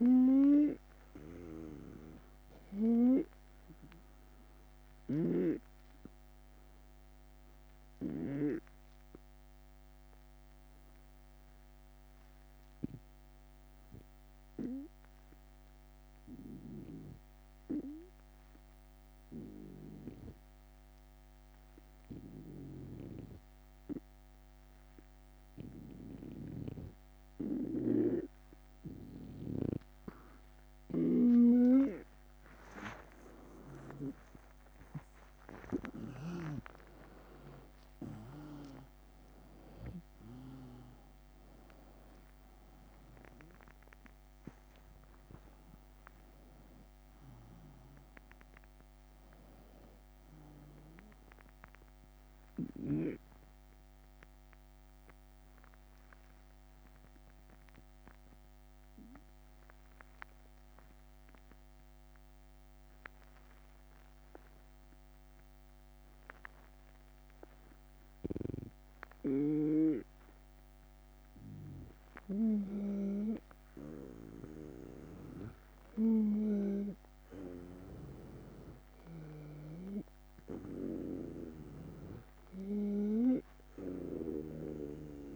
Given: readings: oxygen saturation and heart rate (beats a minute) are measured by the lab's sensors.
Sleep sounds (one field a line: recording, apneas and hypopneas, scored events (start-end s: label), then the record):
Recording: breathing in sleep by a microphone on the trachea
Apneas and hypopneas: 2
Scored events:
0.00-1.50 s: drop in pulse transit time (device-marked, heart rate 79 extreme)
0.00-8.00 s: snoring (device-marked)
4.00-30.00 s: obstructive apnea (oxygen 97% before, 90% lowest, heart rate 79 before, 76 extreme, up 9 after)
26.00-29.50 s: snoring (device-marked)
27.50-47.50 s: oxygen desaturation (device-marked, oxygen 97% before, 90% lowest, heart rate 77 before, 74 extreme)
32.00-37.50 s: arousal
34.50-49.50 s: drop in pulse transit time (device-marked, heart rate 78 before, 82 extreme)
53.00-71.50 s: obstructive apnea (oxygen 96% before, 90% lowest, heart rate 83 before, 74 extreme, up 3 after)
72.00-77.00 s: arousal
75.50-85.35 s: oxygen desaturation (device-marked, oxygen 98% before, 93% lowest, heart rate 76 before, 74 extreme)
82.50-85.35 s: snoring (device-marked)
From the record:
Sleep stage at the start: N2 (light sleep)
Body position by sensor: on the right side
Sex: male